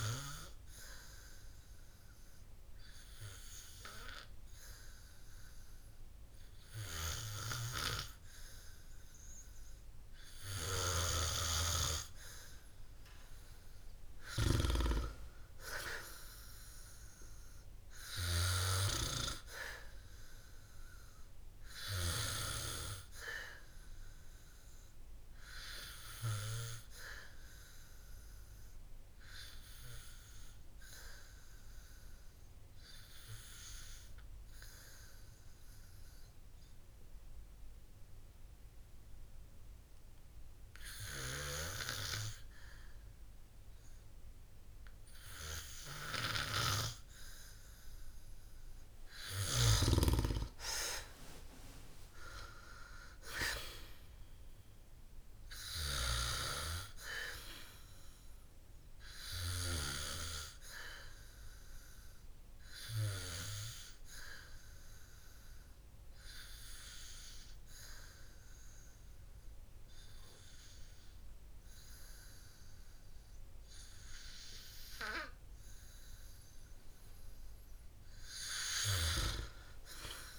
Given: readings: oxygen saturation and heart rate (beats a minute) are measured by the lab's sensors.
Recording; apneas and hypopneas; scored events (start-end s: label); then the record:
breathing in sleep by a room microphone; 2
17.50-21.00 s: arousal
35.50-48.50 s: obstructive apnea (oxygen 96% before, 94% lowest, heart rate 61 before, 53 extreme, up 10 after)
47.00-50.50 s: snoring (device-marked)
52.50-55.50 s: arousal
61.00-76.00 s: hypopnea (oxygen 97% before, 94% lowest, heart rate 60 before, 52 extreme, up 7 after)
77.50-80.39 s: oxygen desaturation (device-marked, oxygen 97% before, 94% lowest, heart rate 58 before, 56 extreme)
From the record:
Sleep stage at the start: N2 (light sleep); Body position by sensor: on the back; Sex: male